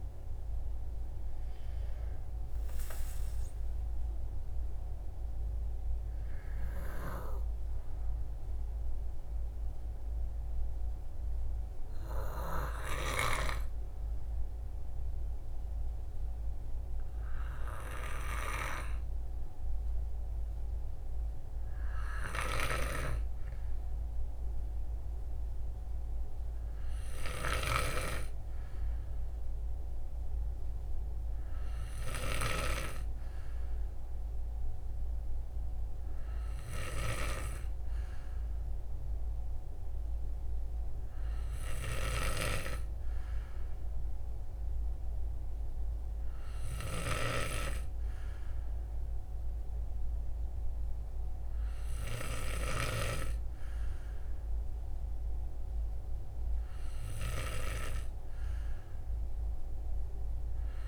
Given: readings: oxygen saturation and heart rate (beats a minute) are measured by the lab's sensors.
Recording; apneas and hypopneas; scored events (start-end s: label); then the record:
breathing in sleep by a room microphone; 1
9.50-22.00 s: hypopnea (oxygen 96% before, 94% lowest, heart rate 81 before, 63 extreme, up 2 after)
24.00-27.50 s: arousal
From the record:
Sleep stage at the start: N2 (light sleep); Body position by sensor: on the right side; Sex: male